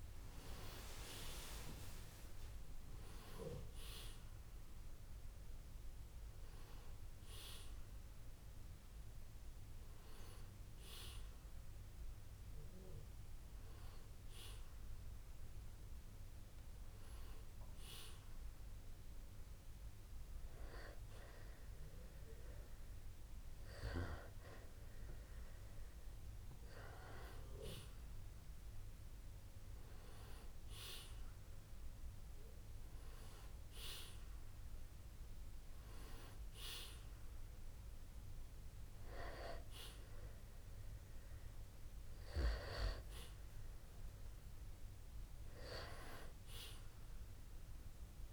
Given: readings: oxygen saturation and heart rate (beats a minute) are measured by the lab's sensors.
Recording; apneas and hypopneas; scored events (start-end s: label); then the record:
breathing in sleep by a room microphone; none
none scored
From the record:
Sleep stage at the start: N2 (light sleep); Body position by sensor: on the back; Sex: male